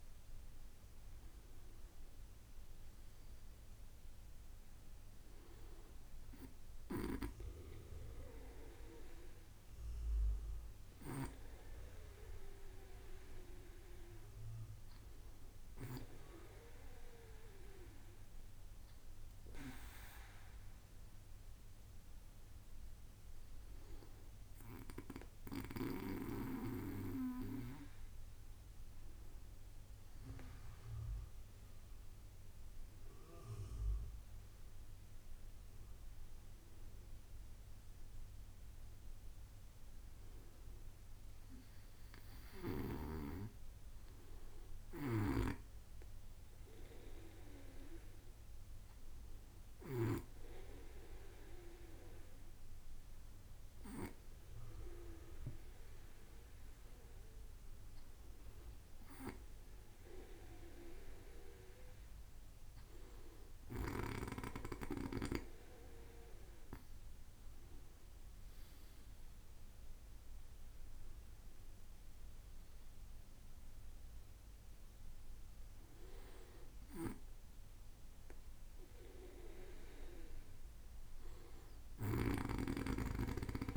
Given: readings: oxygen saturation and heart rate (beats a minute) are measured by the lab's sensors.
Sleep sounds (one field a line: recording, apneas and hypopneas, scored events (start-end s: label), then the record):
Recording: breathing in sleep by a room microphone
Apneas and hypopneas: none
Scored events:
none scored
From the record:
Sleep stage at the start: N2 (light sleep)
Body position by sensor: on the back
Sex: male